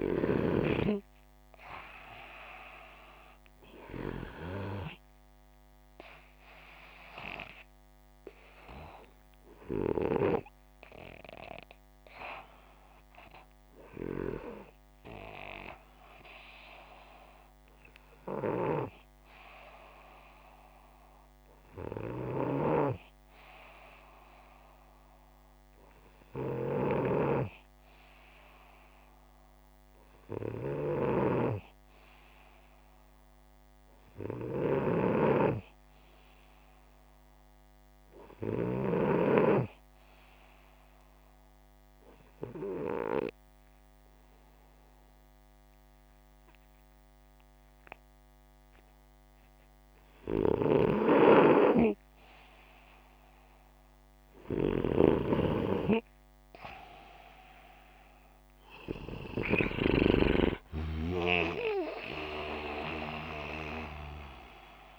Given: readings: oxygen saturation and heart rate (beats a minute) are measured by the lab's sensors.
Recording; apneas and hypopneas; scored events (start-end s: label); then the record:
breathing in sleep by a microphone on the trachea; none
4.00-19.00 s: oxygen desaturation (device-marked, oxygen 96% before, 93% lowest, heart rate 139 before, 48 extreme)
30.50-38.50 s: snoring (device-marked)
61.00-64.50 s: arousal
From the record:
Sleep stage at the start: N2 (light sleep); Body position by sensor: upright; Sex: male